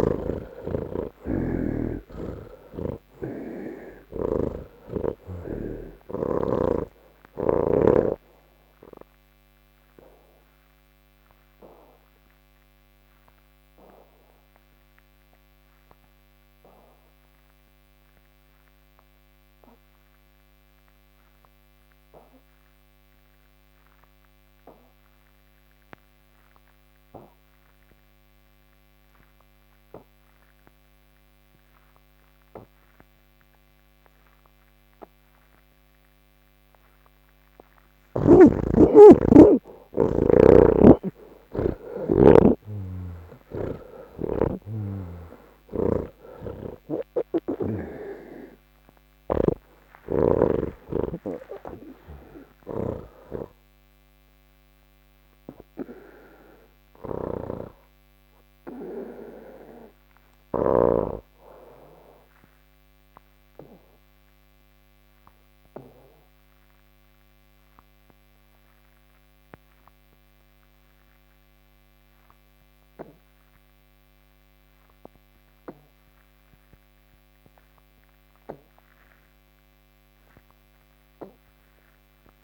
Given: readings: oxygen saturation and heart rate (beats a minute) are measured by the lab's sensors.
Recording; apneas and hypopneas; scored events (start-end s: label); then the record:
breathing in sleep by a microphone on the trachea; none
0.00-3.50 s: oxygen desaturation (device-marked, oxygen 87% lowest, heart rate 80 extreme)
5.50-26.50 s: oxygen desaturation (device-marked, oxygen 93% before, 76% lowest, heart rate 80 before, 40 extreme)
37.50-45.50 s: oxygen desaturation (device-marked, oxygen 97% before, 87% lowest, heart rate 93 before, 27 extreme)
40.00-43.50 s: snoring (device-marked)
45.50-49.50 s: snoring (device-marked)
54.50-65.50 s: oxygen desaturation (device-marked, oxygen 91% before, 75% lowest, heart rate 78 before, 47 extreme)
From the record:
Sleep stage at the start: N3 (deep sleep); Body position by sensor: on the back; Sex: male